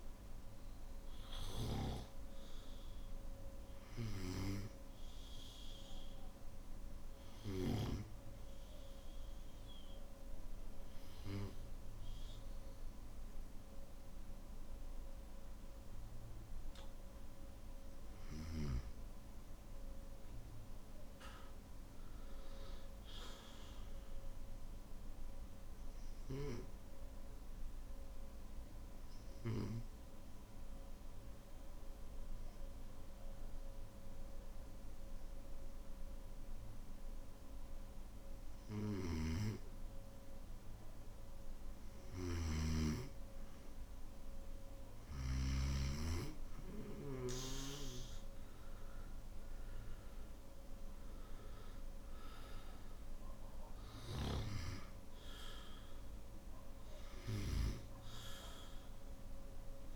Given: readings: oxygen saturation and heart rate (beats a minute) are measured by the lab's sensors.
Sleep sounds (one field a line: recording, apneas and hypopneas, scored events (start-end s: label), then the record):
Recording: breathing in sleep by a room microphone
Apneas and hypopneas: 1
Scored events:
0.00-19.50 s: oxygen desaturation (device-marked, oxygen 92% lowest, heart rate 50 extreme)
23.50-38.50 s: obstructive apnea (oxygen 98% before, 92% lowest, heart rate 57 before, 50 extreme, up 8 after)
42.00-45.50 s: snoring (device-marked)
44.50-59.96 s: oxygen desaturation (device-marked, oxygen 97% before, 92% lowest, heart rate 55 before, 51 extreme)
From the record:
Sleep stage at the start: N3 (deep sleep)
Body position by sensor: on the back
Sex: male